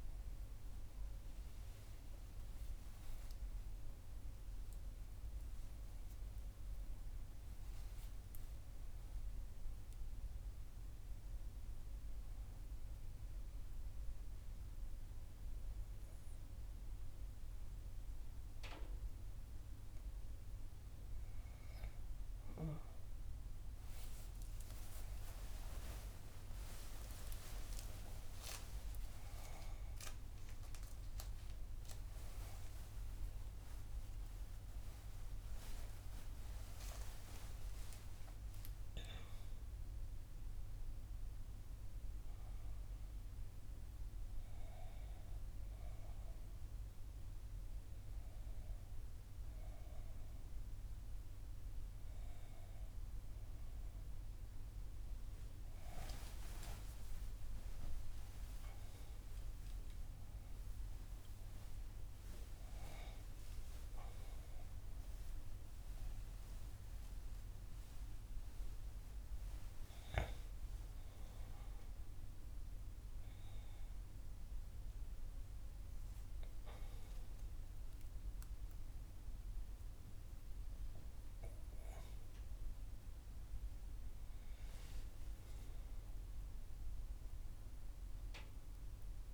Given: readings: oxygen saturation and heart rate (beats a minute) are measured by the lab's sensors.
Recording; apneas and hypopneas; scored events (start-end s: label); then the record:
a person awake in a sleep study, by a room microphone; 1
7.50-10.50 s: arousal
11.50-89.34 s: new sleep stage, awake
12.00-22.00 s: obstructive apnea (oxygen 96% before, 94% lowest, heart rate 63 before, 60 extreme)
24.50-37.50 s: tachycardia (device-marked, heart rate 64 before, 147 extreme)
26.00-28.00 s: long interval between heartbeats (device-marked, heart rate 62 before, 85 extreme)
28.00-30.00 s: long interval between heartbeats (device-marked, heart rate 64 before, 103 extreme)
32.50-34.50 s: long interval between heartbeats (device-marked, heart rate 79 before, 135 extreme)
36.50-38.50 s: long interval between heartbeats (device-marked, heart rate 95 before, 134 extreme)
57.50-59.50 s: long interval between heartbeats (device-marked, heart rate 76 before, 73 extreme)
65.50-67.50 s: long interval between heartbeats (device-marked, heart rate 69 before, 63 extreme)
From the record:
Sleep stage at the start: N1 (lightest sleep); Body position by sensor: on the back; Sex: female